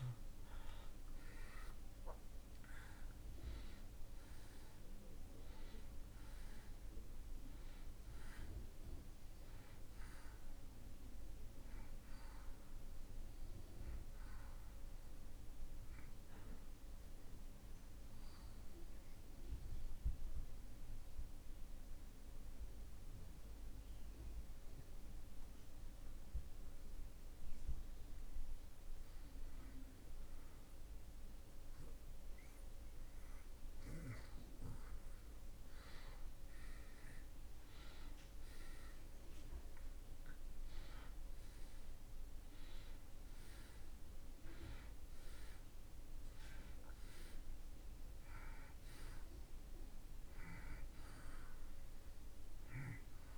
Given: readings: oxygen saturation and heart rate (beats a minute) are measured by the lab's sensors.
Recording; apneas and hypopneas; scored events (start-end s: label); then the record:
breathing in sleep by a room microphone; 1
0.00-25.50 s: oxygen desaturation (device-marked, oxygen 83% lowest)
18.00-32.00 s: obstructive apnea (oxygen 96% before, 84% lowest)
36.50-41.00 s: arousal
41.50-53.38 s: oxygen desaturation (device-marked, oxygen 95% before, 86% lowest)
From the record:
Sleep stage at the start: N2 (light sleep); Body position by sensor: on the back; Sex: male